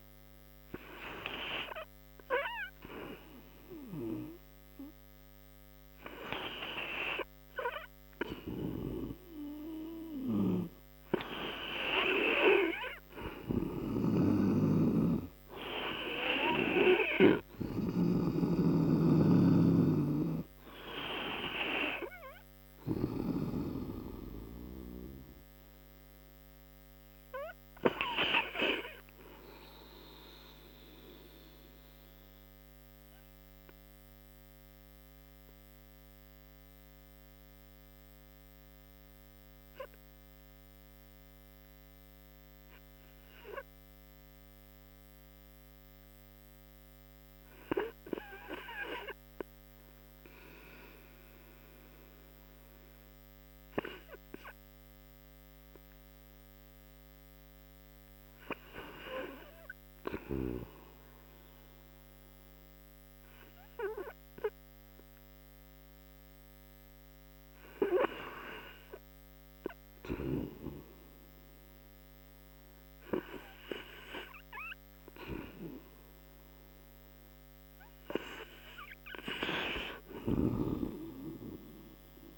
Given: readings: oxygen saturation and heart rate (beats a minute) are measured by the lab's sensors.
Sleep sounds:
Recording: breathing in sleep by a microphone on the trachea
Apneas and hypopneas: 1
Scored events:
0.00-26.50 s: oxygen desaturation (device-marked, oxygen 82% lowest)
30.50-76.50 s: obstructive apnea (oxygen 93% before, 76% lowest)
79.00-82.00 s: arousal
From the record:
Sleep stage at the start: REM sleep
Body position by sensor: on the right side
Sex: male

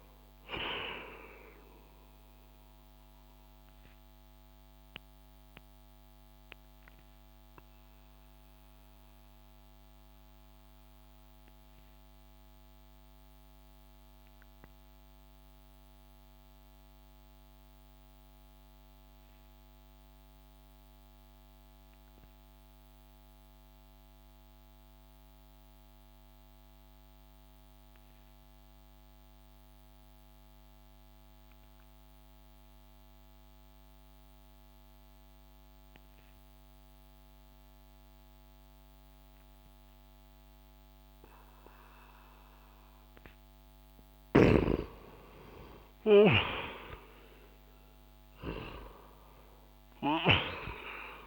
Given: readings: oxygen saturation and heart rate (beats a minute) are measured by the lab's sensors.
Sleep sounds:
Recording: breathing in sleep by a microphone on the trachea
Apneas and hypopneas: 1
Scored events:
1.50-24.50 s: oxygen desaturation (device-marked, oxygen 96% before, 89% lowest)
3.50-42.50 s: obstructive apnea (oxygen 98% before, 87% lowest)
33.50-36.50 s: oxygen desaturation (device-marked, oxygen 98% before, 95% lowest)
44.00-49.00 s: arousal
From the record:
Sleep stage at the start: N2 (light sleep)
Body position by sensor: on the back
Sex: male

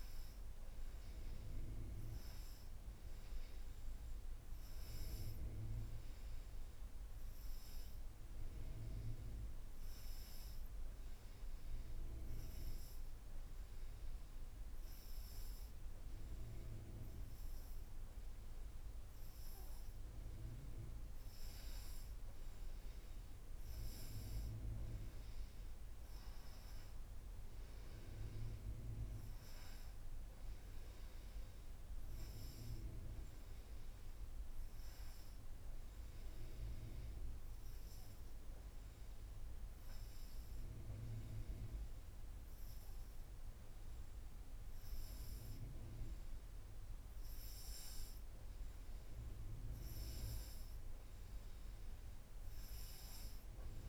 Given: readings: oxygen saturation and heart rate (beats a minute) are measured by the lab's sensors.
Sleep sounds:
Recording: breathing in sleep, hard to hear, by a room microphone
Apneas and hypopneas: 1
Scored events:
0.50-5.00 s: arousal
9.50-22.00 s: hypopnea (oxygen 95% before, 88% lowest, heart rate 86 before, 85 extreme, up 0 after)
22.50-38.50 s: oxygen desaturation (device-marked, oxygen 94% before, 90% lowest, heart rate 86 before, 85 extreme)
24.00-27.00 s: arousal
From the record:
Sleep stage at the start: N2 (light sleep)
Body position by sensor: upright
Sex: female

